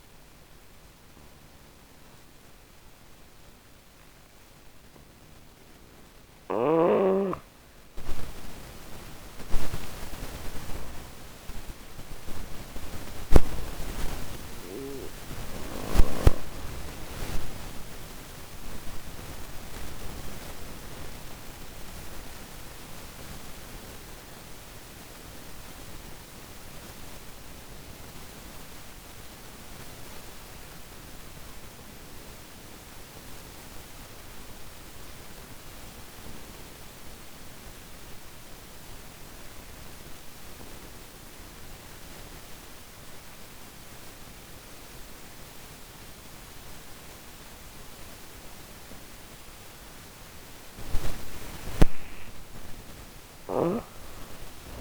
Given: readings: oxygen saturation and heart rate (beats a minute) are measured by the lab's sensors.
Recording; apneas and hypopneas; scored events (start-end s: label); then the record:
breathing in sleep by a microphone on the trachea; 1
3.00-29.00 s: oxygen desaturation (device-marked, oxygen 99% before, 92% lowest, heart rate 50 before, 44 extreme)
4.50-15.00 s: snoring (device-marked)
16.00-50.00 s: obstructive apnea (oxygen 99% before, 86% lowest, heart rate 58 before, 44 extreme)
43.00-54.81 s: oxygen desaturation (device-marked, oxygen 98% before, 86% lowest, heart rate 49 before, 39 extreme)
51.50-54.81 s: snoring (device-marked)
52.50-54.81 s: arousal
From the record:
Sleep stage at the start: N2 (light sleep); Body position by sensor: on the back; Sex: female